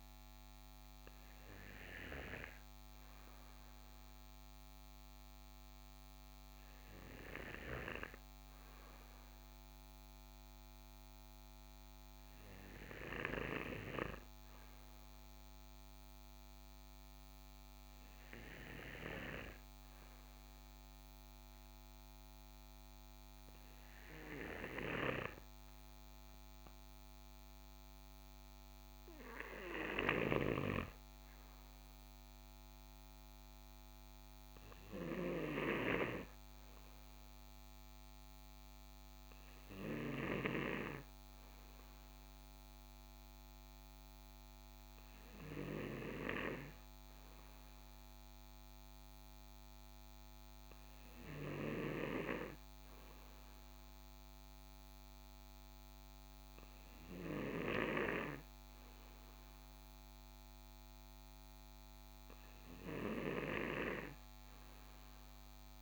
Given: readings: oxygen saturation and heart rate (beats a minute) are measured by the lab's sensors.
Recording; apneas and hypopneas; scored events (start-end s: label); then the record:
breathing in sleep by a microphone on the trachea; none
none scored
From the record:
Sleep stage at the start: N2 (light sleep); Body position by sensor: on the right side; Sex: male